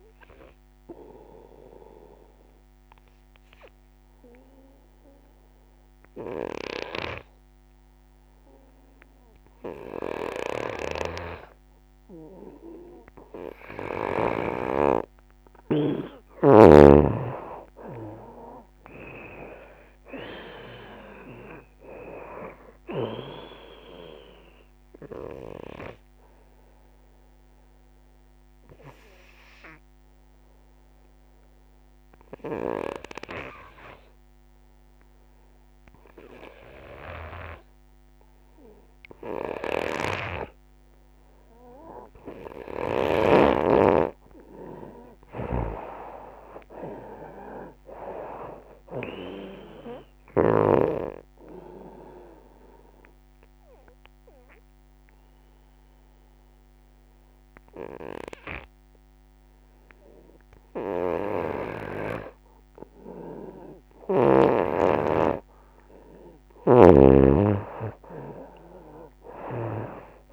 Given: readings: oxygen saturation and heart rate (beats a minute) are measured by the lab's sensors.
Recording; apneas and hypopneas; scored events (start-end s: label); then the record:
breathing in sleep by a microphone on the trachea; 3
0.00-4.00 s: drop in pulse transit time (device-marked, heart rate 78 extreme)
0.00-15.00 s: oxygen desaturation (device-marked, oxygen 86% lowest, heart rate 64 extreme)
2.00-15.50 s: obstructive apnea (oxygen 96% before, 85% lowest, heart rate 78 before, 64 extreme, up 23 after)
17.00-29.00 s: drop in pulse transit time (device-marked, heart rate 78 before, 74 extreme)
17.00-40.00 s: oxygen desaturation (device-marked, oxygen 95% before, 86% lowest, heart rate 78 before, 64 extreme)
17.50-22.00 s: arousal
26.50-42.00 s: obstructive apnea (oxygen 95% before, 85% lowest, heart rate 78 before, 65 extreme, up 20 after)
42.00-65.00 s: oxygen desaturation (device-marked, oxygen 95% before, 85% lowest, heart rate 75 before, 58 extreme)
44.00-47.50 s: arousal
44.00-55.00 s: drop in pulse transit time (device-marked, heart rate 73 before, 73 extreme)
53.00-64.00 s: obstructive apnea (oxygen 95% before, 85% lowest, heart rate 77 before, 58 extreme, up 19 after)
65.50-69.00 s: arousal
67.00-70.32 s: drop in pulse transit time (device-marked, heart rate 81 before, 82 extreme)
From the record:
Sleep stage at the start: N2 (light sleep); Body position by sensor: on the right side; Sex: female